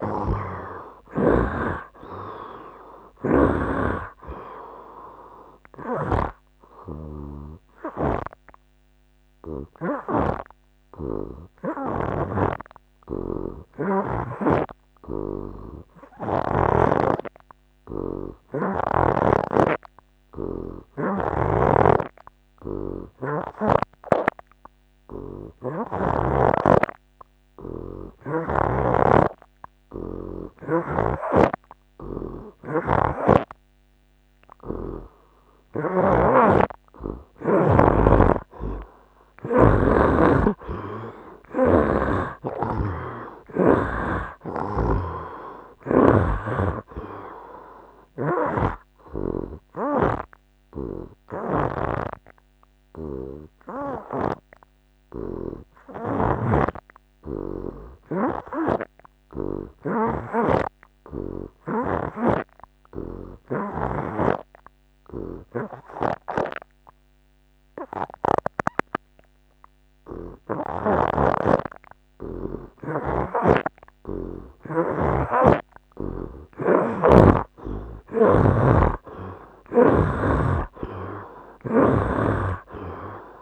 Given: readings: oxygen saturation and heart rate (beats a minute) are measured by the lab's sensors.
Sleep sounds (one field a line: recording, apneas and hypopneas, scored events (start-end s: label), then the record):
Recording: breathing in sleep by a microphone on the trachea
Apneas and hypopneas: 2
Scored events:
0.00-1.50 s: snoring (device-marked)
0.00-2.50 s: arousal
6.50-24.50 s: oxygen desaturation (device-marked, oxygen 65% before, 59% lowest, heart rate 85 before, 74 extreme)
8.50-36.00 s: obstructive apnea (oxygen 68% before, 59% lowest, heart rate 86 before, 73 extreme, up 7 after)
12.00-17.00 s: snoring (device-marked)
21.50-26.50 s: snoring (device-marked)
26.50-65.50 s: oxygen desaturation (device-marked, oxygen 90% before, 63% lowest, heart rate 79 before, 72 extreme)
31.00-56.50 s: snoring (device-marked)
39.00-43.00 s: arousal
50.50-74.50 s: obstructive apnea (oxygen 90% before, 63% lowest, heart rate 82 before, 72 extreme, up 7 after)
73.50-80.00 s: snoring (device-marked)
74.50-83.42 s: oxygen desaturation (device-marked, oxygen 90% before, 65% lowest, heart rate 74 before, 70 extreme)
79.00-83.42 s: arousal
From the record:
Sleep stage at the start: N2 (light sleep)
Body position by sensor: on the right side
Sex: male